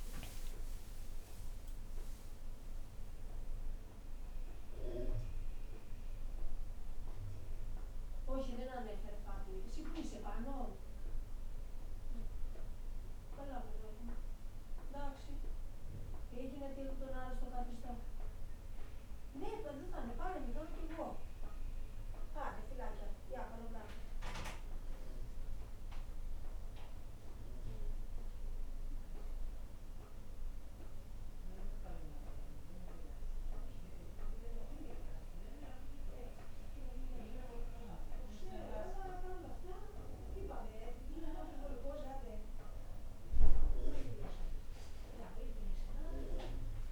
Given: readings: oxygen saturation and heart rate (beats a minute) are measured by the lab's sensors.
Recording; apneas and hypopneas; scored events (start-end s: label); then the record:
breathing in sleep by a room microphone; none
0.00-3.50 s: arousal
From the record:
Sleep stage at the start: N1 (lightest sleep); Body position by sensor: on the right side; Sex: female